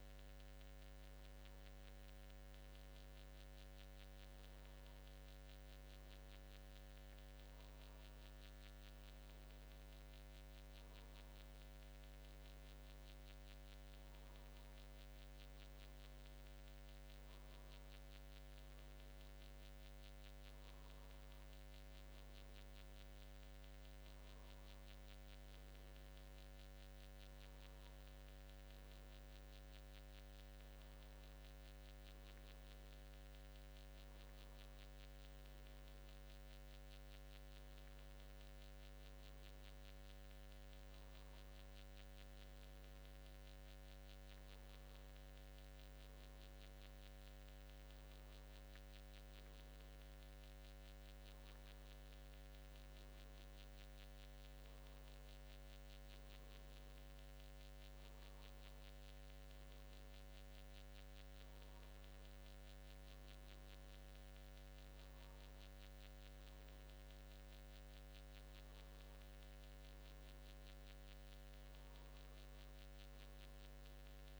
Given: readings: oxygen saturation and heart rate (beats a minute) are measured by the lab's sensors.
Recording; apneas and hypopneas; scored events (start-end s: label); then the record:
breathing in sleep, hard to hear, by a microphone on the trachea; none
none scored
From the record:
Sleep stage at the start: N2 (light sleep); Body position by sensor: on the back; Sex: male